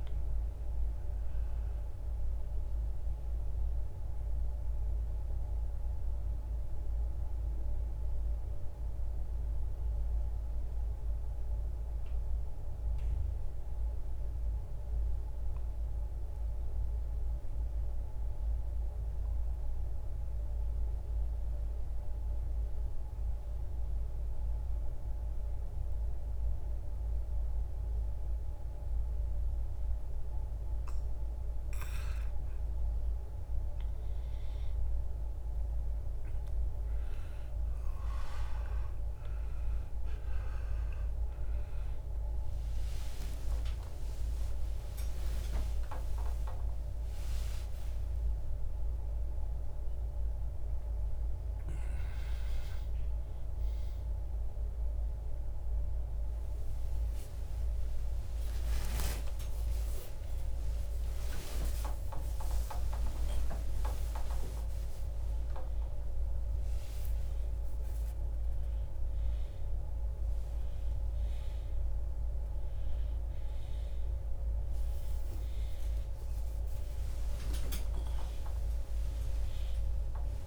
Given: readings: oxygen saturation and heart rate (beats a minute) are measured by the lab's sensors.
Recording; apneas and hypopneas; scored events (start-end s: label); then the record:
a person awake in a sleep study, by a room microphone; 1
0.00-17.50 s: oxygen desaturation (device-marked, oxygen 85% lowest, heart rate 60 extreme)
8.50-38.50 s: new sleep stage, N2 (light sleep)
9.00-31.50 s: mixed apnea (oxygen 95% before, 86% lowest, heart rate 81 before, 60 extreme, up 8 after)
37.50-75.50 s: oxygen desaturation (device-marked, oxygen 98% before, 86% lowest, heart rate 70 before, 64 extreme)
38.50-80.47 s: new sleep stage, awake
From the record:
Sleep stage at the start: N1 (lightest sleep); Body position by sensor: on the back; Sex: male